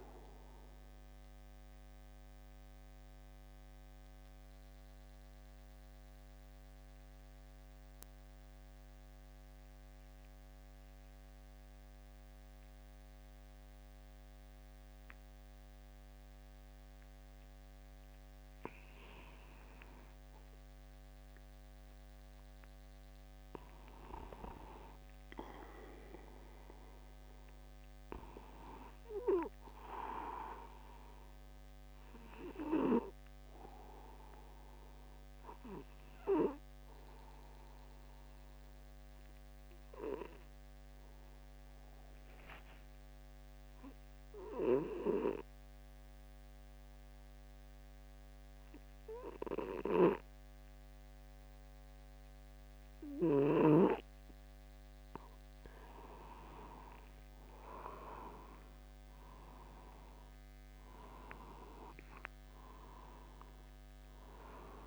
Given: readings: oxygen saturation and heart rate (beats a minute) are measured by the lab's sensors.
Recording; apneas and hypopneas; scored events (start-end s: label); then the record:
breathing in sleep by a microphone on the trachea; 2
0.00-3.50 s: oxygen desaturation (device-marked, oxygen 92% lowest, heart rate 49 extreme)
3.00-22.50 s: mixed apnea (oxygen 96% before, 94% lowest, heart rate 51 before, 49 extreme, up 1 after)
8.50-10.50 s: long interval between heartbeats (device-marked, heart rate 51 before, 60 extreme)
25.00-29.50 s: arousal
36.00-55.00 s: obstructive apnea (oxygen 98% before, 93% lowest, heart rate 49 before, 50 extreme, up 9 after)
42.50-44.50 s: long interval between heartbeats (device-marked, heart rate 50 before, 59 extreme)
54.50-56.50 s: long interval between heartbeats (device-marked, heart rate 53 before, 58 extreme)
59.00-64.50 s: arousal
From the record:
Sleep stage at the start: N2 (light sleep); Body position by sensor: upright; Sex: male